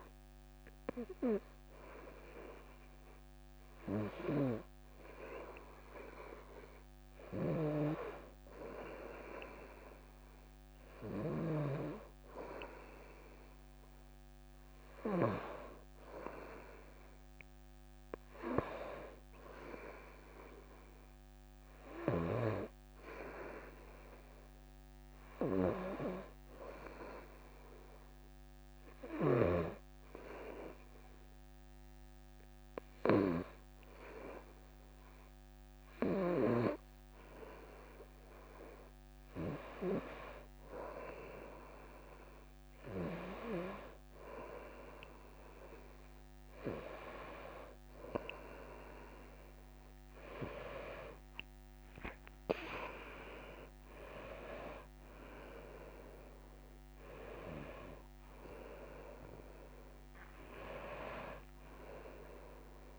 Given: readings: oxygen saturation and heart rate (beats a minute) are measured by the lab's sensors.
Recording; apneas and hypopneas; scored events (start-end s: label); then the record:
breathing in sleep by a microphone on the trachea; 1
22.00-27.00 s: tachycardia (device-marked, heart rate 66 before, 104 extreme)
22.50-25.50 s: arousal
24.00-26.00 s: long interval between heartbeats (device-marked, heart rate 67 before, 94 extreme)
27.00-29.00 s: long interval between heartbeats (device-marked, heart rate 72 before, 113 extreme)
29.50-40.00 s: hypopnea (oxygen 95% before, 93% lowest, heart rate 77 before, 67 extreme, up 31 after)
41.00-43.00 s: long interval between heartbeats (device-marked, heart rate 83 before, 96 extreme)
42.50-46.50 s: arousal
48.00-50.00 s: long interval between heartbeats (device-marked, heart rate 84 before, 78 extreme)
51.50-53.50 s: long interval between heartbeats (device-marked, heart rate 80 before, 87 extreme)
53.50-55.50 s: long interval between heartbeats (device-marked, heart rate 81 before, 98 extreme)
61.50-62.99 s: arousal
From the record:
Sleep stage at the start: N1 (lightest sleep); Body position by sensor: on the front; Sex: female